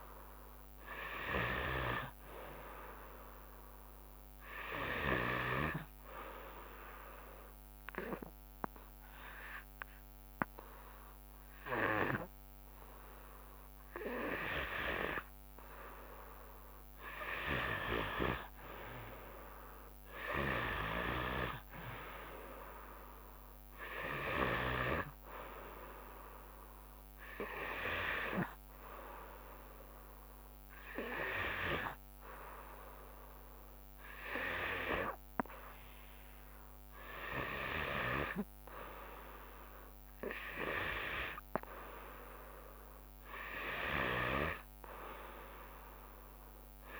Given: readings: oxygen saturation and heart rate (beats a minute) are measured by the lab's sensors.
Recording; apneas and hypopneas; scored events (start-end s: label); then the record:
breathing in sleep by a microphone on the trachea; 2
0.00-1.50 s: arousal
0.00-5.50 s: snoring (device-marked)
6.50-17.50 s: obstructive apnea (oxygen 94% before, 92% lowest, heart rate 74 before, 71 extreme, up 4 after)
20.00-22.50 s: arousal
21.00-25.00 s: snoring (device-marked)
26.50-37.50 s: hypopnea (oxygen 95% before, 92% lowest, heart rate 72 before, 71 extreme, up 1 after)
40.50-42.50 s: arousal
44.00-47.00 s: new sleep stage, N3 (deep sleep)
From the record:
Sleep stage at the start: N2 (light sleep); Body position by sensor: on the back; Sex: female